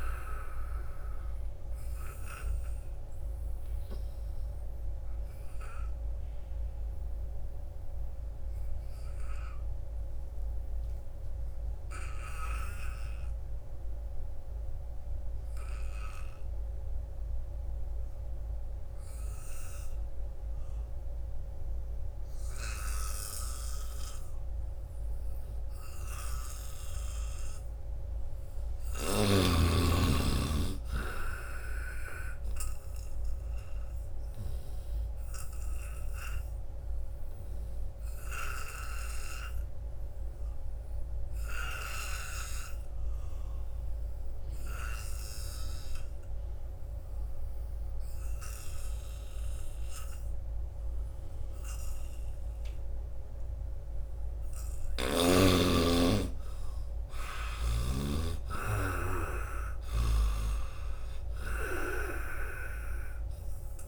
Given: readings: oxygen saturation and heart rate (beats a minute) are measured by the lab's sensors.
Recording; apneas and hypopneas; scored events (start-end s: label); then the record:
breathing in sleep by a room microphone; 2
0.00-19.50 s: oxygen desaturation (device-marked, oxygen 79% lowest, heart rate 67 extreme)
2.00-26.00 s: obstructive apnea (oxygen 97% before, 79% lowest, heart rate 78 before, 76 extreme, up 0 after)
27.00-31.00 s: arousal
28.50-51.50 s: oxygen desaturation (device-marked, oxygen 98% before, 81% lowest, heart rate 82 before, 72 extreme)
36.00-53.00 s: obstructive apnea (oxygen 98% before, 79% lowest, heart rate 79 before, 72 extreme, up 1 after)
53.50-63.88 s: oxygen desaturation (device-marked, oxygen 93% before, 79% lowest, heart rate 78 before, 69 extreme)
54.50-59.00 s: arousal
60.00-63.88 s: snoring (device-marked)
From the record:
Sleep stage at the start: N2 (light sleep); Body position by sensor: on the back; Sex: male